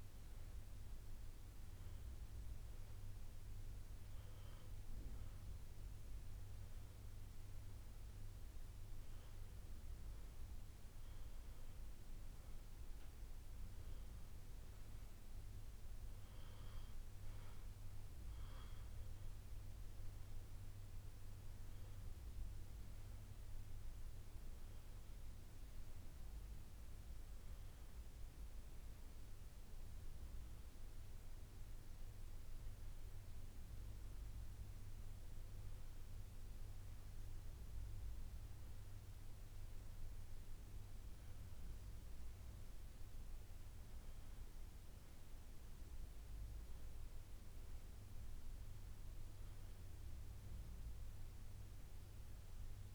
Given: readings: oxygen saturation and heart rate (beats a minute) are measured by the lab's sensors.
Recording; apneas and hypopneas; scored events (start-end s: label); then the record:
breathing in sleep, hard to hear, by a room microphone; none
0.00-22.00 s: drop in pulse transit time (device-marked, heart rate 67 before, 63 extreme)
42.00-52.95 s: drop in pulse transit time (device-marked, heart rate 65 before, 66 extreme)
46.00-50.50 s: arousal
From the record:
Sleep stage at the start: N1 (lightest sleep); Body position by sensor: on the back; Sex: male